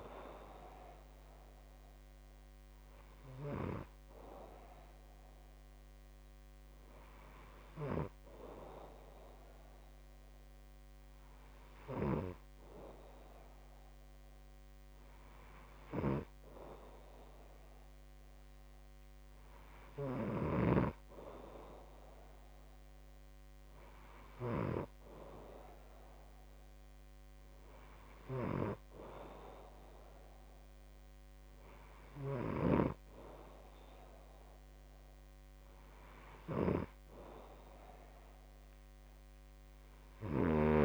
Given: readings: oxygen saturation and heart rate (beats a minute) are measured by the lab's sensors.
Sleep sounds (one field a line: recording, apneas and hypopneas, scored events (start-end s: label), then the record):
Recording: breathing in sleep by a microphone on the trachea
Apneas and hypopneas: none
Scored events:
none scored
From the record:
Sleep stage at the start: N2 (light sleep)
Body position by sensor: on the back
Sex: male